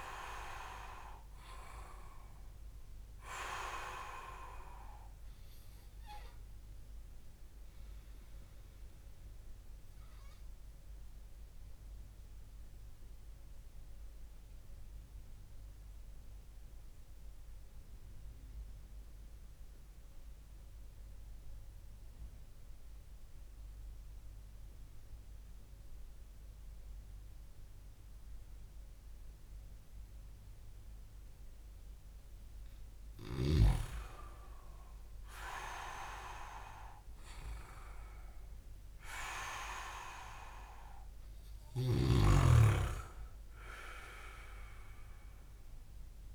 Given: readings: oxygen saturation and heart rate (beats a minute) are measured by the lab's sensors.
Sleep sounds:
breathing in sleep by a room microphone; 1
10.00-31.00 s: obstructive apnea (oxygen 99% before, 96% lowest)
34.00-38.00 s: arousal
38.50-46.35 s: oxygen desaturation (device-marked, oxygen 99% before, 96% lowest)
41.50-46.35 s: snoring (device-marked)
From the record:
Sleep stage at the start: N2 (light sleep); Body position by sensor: on the back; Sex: male

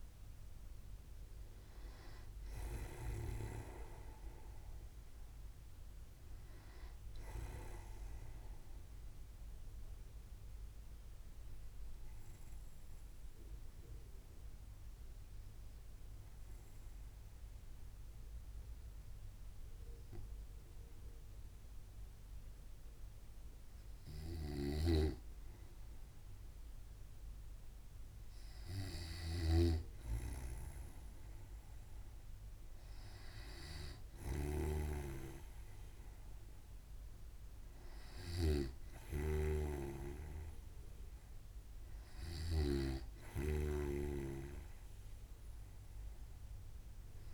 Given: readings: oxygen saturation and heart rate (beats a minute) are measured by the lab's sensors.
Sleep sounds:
breathing in sleep by a room microphone; 1
11.00-24.00 s: hypopnea (oxygen 95% before, 91% lowest, heart rate 66 before, 61 extreme, up 2 after)
25.00-47.34 s: snoring (device-marked)
26.50-29.50 s: arousal
From the record:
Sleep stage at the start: N2 (light sleep); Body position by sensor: on the right side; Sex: male

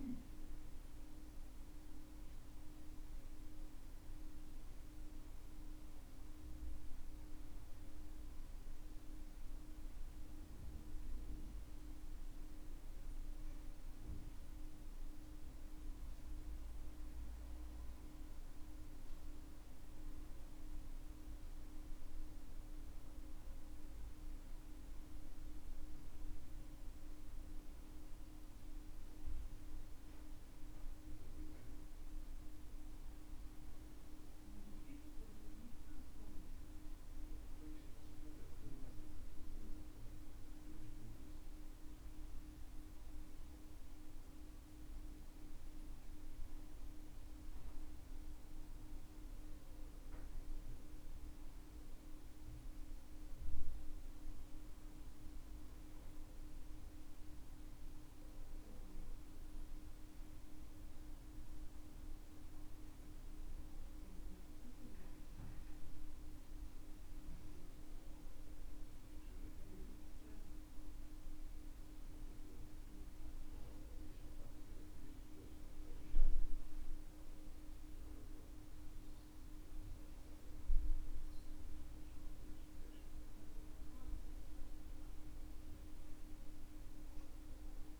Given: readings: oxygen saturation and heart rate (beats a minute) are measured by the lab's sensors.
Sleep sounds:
breathing in sleep, hard to hear, by a room microphone; none
14.50-88.00 s: new sleep stage, N2 (light sleep)
From the record:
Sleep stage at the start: N1 (lightest sleep); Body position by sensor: on the back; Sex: male

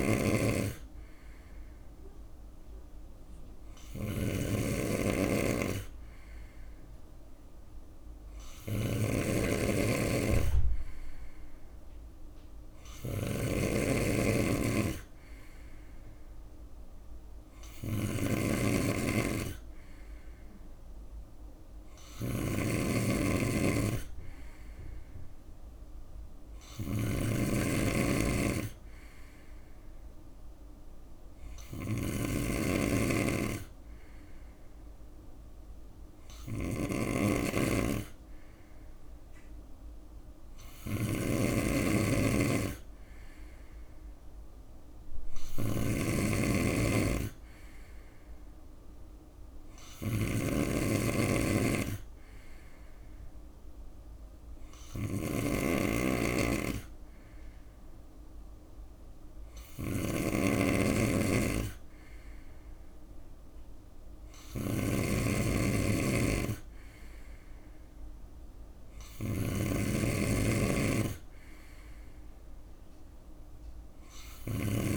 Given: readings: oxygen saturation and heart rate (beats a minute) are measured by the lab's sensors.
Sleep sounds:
breathing in sleep by a room microphone; none
0.00-74.97 s: snoring (device-marked)
From the record:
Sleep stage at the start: N3 (deep sleep); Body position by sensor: on the right side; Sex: male

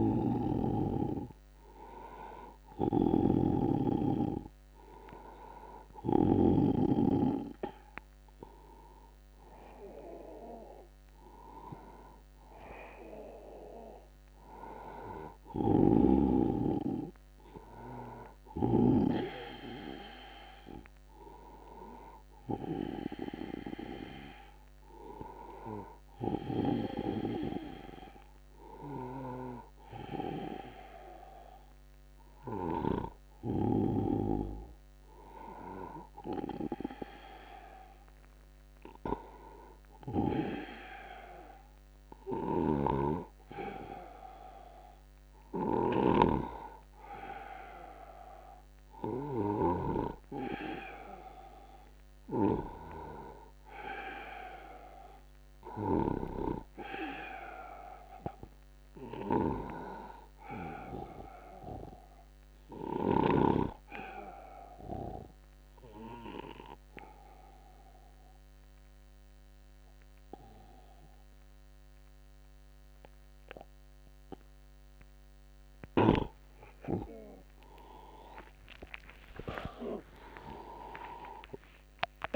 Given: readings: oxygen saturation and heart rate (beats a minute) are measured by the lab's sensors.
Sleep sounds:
breathing in sleep by a microphone on the trachea; 1
0.00-6.50 s: snoring (device-marked)
15.50-19.00 s: snoring (device-marked)
30.00-82.36 s: new sleep stage, N2 (light sleep)
42.50-50.00 s: snoring (device-marked)
63.50-76.50 s: obstructive apnea (oxygen 96% before, 87% lowest, heart rate 82 before, 75 extreme)
78.00-82.36 s: tachycardia (device-marked, heart rate 83 before, 204 extreme)
79.00-82.36 s: oxygen desaturation (device-marked, oxygen 96% before, 87% lowest, heart rate 84 before, 74 extreme)
From the record:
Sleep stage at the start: N1 (lightest sleep); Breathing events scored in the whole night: 271 in 4.0 hours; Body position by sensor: on the back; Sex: male

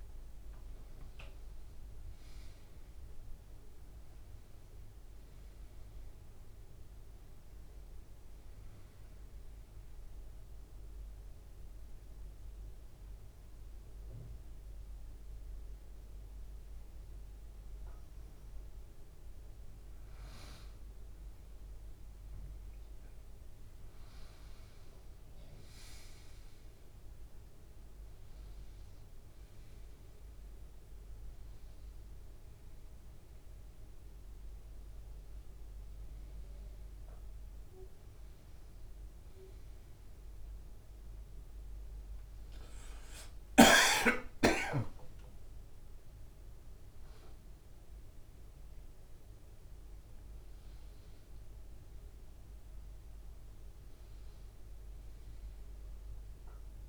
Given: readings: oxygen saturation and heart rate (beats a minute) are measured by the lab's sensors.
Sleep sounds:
breathing in sleep by a room microphone; 1
0.00-1.50 s: arousal
8.50-18.50 s: obstructive apnea (oxygen 98% before, 92% lowest, heart rate 80 before, 75 extreme, up 7 after)
19.50-23.00 s: arousal
19.50-56.89 s: new sleep stage, N1 (lightest sleep)
39.50-48.50 s: oxygen desaturation (device-marked, oxygen 96% before, 92% lowest, heart rate 82 before, 81 extreme)
44.00-48.50 s: arousal
From the record:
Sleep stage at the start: N2 (light sleep); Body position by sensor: on the right side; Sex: male

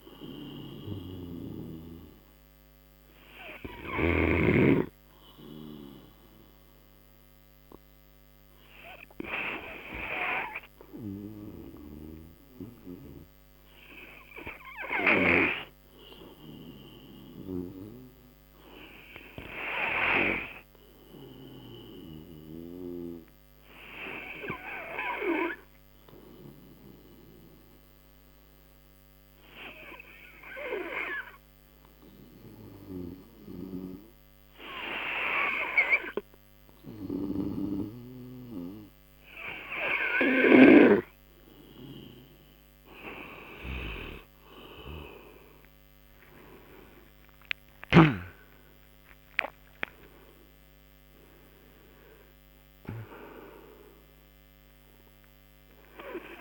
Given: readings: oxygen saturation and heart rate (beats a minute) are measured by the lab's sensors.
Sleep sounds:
breathing in sleep by a microphone on the trachea; 2
2.00-7.00 s: oxygen desaturation (device-marked, oxygen 98% before, 91% lowest)
2.50-14.00 s: obstructive apnea (oxygen 100% before, 91% lowest)
16.50-19.50 s: arousal
22.50-42.50 s: obstructive apnea (oxygen 98% before, 91% lowest)
46.00-50.50 s: arousal
46.00-56.41 s: oxygen desaturation (device-marked, oxygen 95% before, 91% lowest)
From the record:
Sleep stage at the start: N2 (light sleep); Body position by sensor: on the right side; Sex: male

